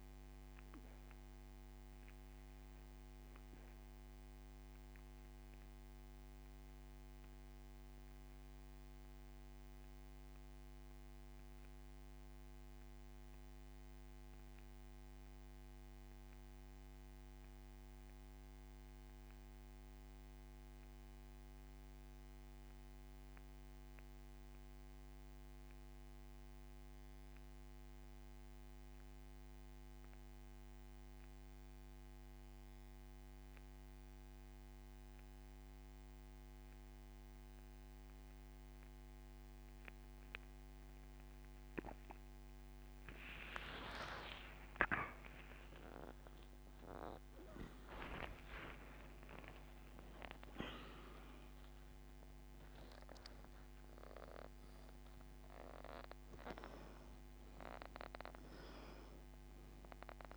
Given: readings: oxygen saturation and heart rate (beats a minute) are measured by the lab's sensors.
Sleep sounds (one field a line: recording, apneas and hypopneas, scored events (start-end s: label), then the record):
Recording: breathing in sleep by a microphone on the trachea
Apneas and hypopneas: 1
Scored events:
0.00-36.00 s: oxygen desaturation (device-marked, oxygen 84% lowest)
6.50-41.00 s: central apnea (oxygen 98% before, 84% lowest)
43.50-48.50 s: arousal
50.00-60.37 s: oxygen desaturation (device-marked, oxygen 97% before, 85% lowest)
From the record:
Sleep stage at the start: N2 (light sleep)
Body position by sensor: on the back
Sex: male